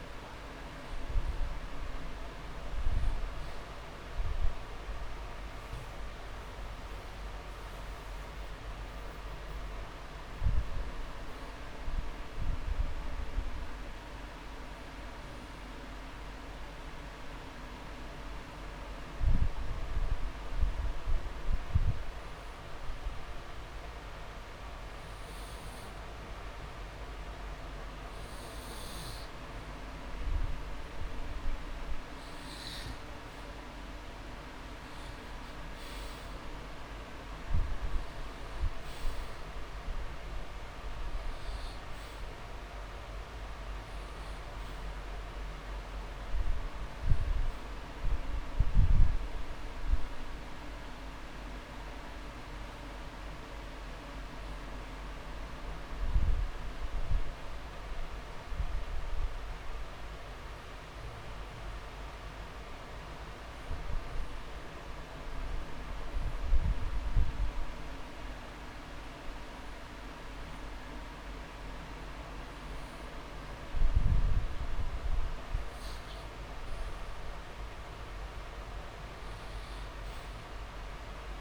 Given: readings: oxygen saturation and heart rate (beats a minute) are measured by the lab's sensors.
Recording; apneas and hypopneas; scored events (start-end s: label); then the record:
breathing in sleep, hard to hear, by a room microphone; 2
6.50-8.50 s: long interval between heartbeats (device-marked)
19.00-30.00 s: obstructive apnea (oxygen 98% before, 91% lowest)
22.00-24.00 s: long interval between heartbeats (device-marked)
33.00-36.00 s: arousal
38.50-65.50 s: oxygen desaturation (device-marked, oxygen 97% before, 91% lowest)
60.00-76.50 s: obstructive apnea (oxygen 97% before, 92% lowest)
79.50-81.41 s: arousal
From the record:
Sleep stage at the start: N2 (light sleep); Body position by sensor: on the back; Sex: male